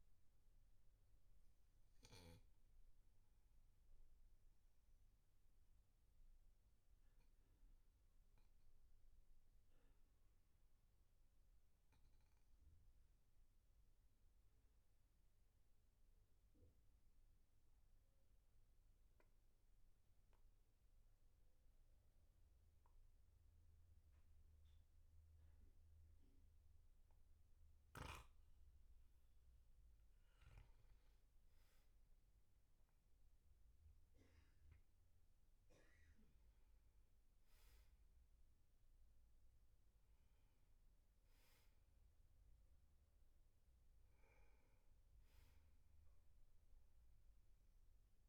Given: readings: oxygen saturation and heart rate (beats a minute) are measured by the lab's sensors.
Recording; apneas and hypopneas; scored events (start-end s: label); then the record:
breathing in sleep, hard to hear, by a room microphone; 1
0.00-17.50 s: oxygen desaturation (device-marked, oxygen 94% lowest, heart rate 42 extreme)
1.50-29.50 s: obstructive apnea (oxygen 99% before, 94% lowest, heart rate 51 before, 42 extreme, up 10 after)
31.50-35.00 s: arousal
From the record:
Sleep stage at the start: N2 (light sleep); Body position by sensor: on the back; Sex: male